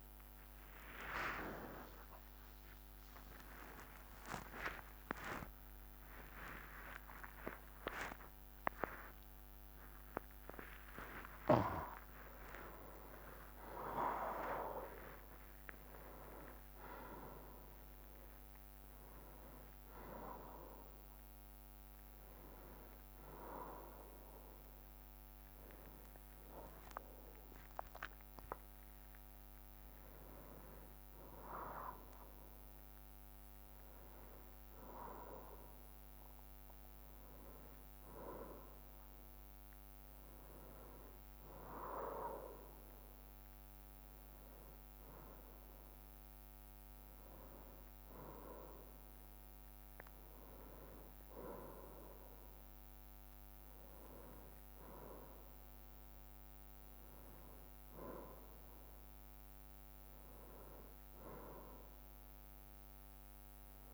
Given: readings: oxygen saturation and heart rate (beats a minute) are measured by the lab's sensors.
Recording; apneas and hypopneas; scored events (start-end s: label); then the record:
a person partly awake in a sleep study, by a microphone on the trachea; none
0.00-8.50 s: drop in pulse transit time (device-marked, heart rate 58 extreme)
0.00-16.50 s: tachycardia (device-marked, heart rate 170 extreme)
1.00-3.00 s: long interval between heartbeats (device-marked, heart rate 59 before, 85 extreme)
3.50-5.50 s: long interval between heartbeats (device-marked, heart rate 64 before, 120 extreme)
9.50-11.50 s: long interval between heartbeats (device-marked, heart rate 86 before, 147 extreme)
14.50-16.50 s: long interval between heartbeats (device-marked, heart rate 111 before, 140 extreme)
18.50-63.94 s: new sleep stage, N1 (lightest sleep)
From the record:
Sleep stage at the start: awake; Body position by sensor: on the right side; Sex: male